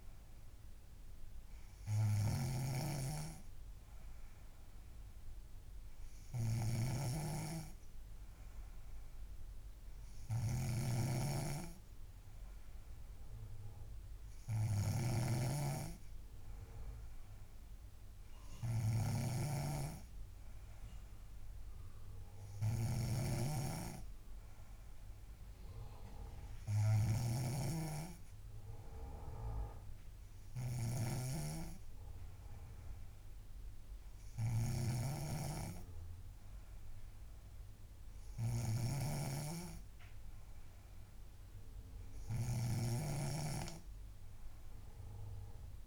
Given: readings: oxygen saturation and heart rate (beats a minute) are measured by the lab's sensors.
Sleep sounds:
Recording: breathing in sleep by a room microphone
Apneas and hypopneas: none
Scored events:
0.00-45.87 s: snoring (device-marked)
4.00-45.87 s: new sleep stage, N3 (deep sleep)
From the record:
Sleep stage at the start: N2 (light sleep)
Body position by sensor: on the back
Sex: female

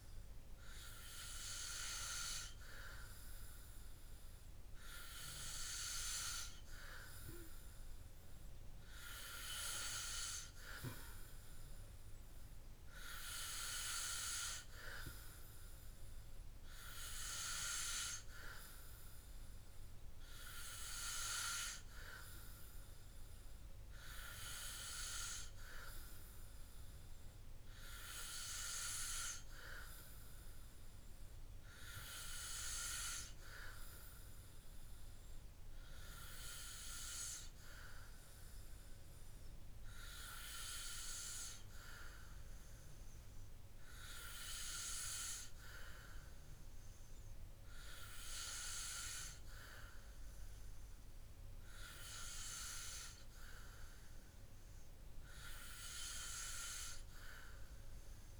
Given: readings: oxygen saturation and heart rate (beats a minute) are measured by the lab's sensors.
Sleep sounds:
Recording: breathing in sleep by a room microphone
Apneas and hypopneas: none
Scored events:
none scored
From the record:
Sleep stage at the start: N2 (light sleep)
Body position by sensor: on the back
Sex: male

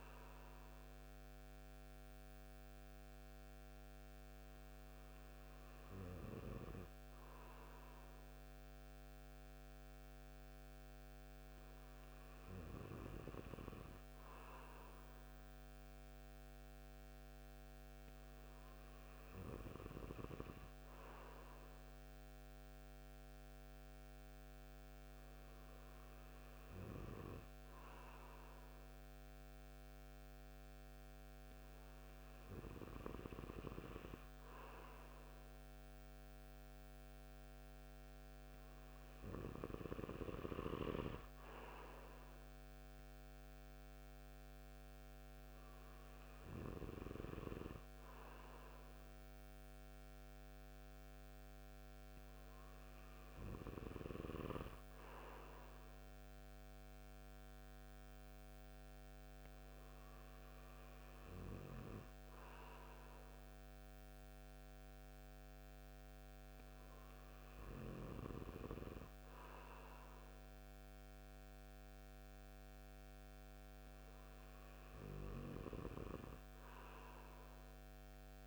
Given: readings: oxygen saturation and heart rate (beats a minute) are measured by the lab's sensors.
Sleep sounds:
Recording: breathing in sleep by a microphone on the trachea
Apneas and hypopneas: none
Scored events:
none scored
From the record:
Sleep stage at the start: N2 (light sleep)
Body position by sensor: on the right side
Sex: male

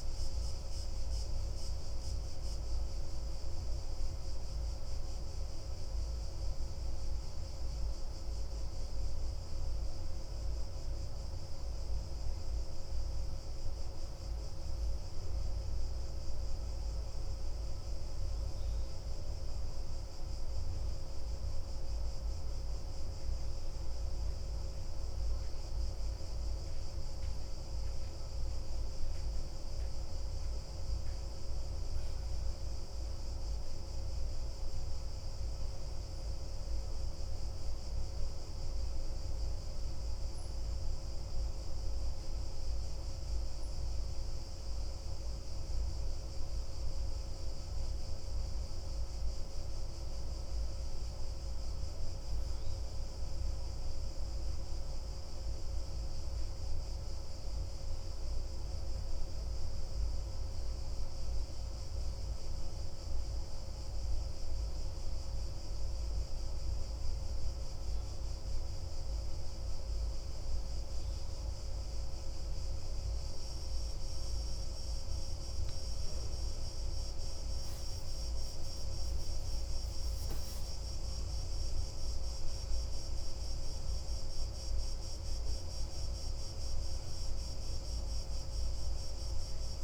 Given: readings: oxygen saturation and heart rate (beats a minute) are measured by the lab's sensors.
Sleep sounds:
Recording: breathing in sleep, hard to hear, by a room microphone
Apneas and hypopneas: 1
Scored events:
6.50-24.50 s: oxygen desaturation (device-marked, oxygen 98% before, 94% lowest, heart rate 44 before, 38 extreme)
26.50-31.50 s: arousal
36.50-89.84 s: new sleep stage, N2 (light sleep)
54.50-74.00 s: mixed apnea (oxygen 96% before, 92% lowest, heart rate 45 before, 44 extreme, up 3 after)
76.00-81.50 s: arousal
82.50-89.84 s: oxygen desaturation (device-marked, oxygen 96% before, 92% lowest, heart rate 46 before, 42 extreme)
From the record:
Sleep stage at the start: N1 (lightest sleep)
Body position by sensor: on the back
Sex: male

